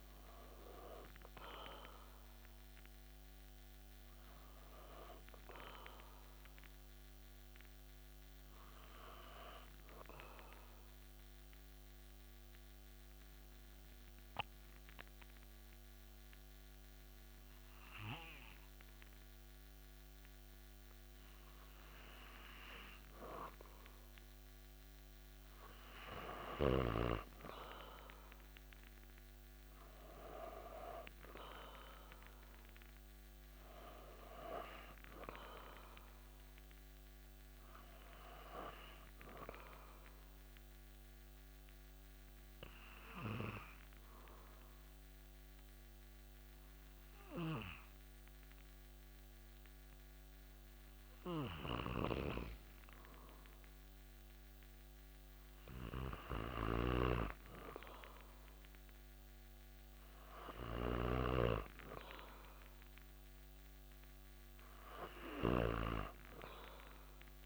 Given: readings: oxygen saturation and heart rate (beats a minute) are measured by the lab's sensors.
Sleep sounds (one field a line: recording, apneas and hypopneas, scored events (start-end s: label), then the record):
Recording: breathing in sleep by a microphone on the trachea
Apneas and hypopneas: 2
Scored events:
11.00-25.50 s: obstructive apnea (oxygen 97% before, 95% lowest)
28.00-31.50 s: arousal
40.00-53.00 s: obstructive apnea (oxygen 98% before, 95% lowest)
54.00-58.50 s: arousal
56.50-65.50 s: snoring (device-marked)
From the record:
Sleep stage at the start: N2 (light sleep)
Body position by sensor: on the back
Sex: male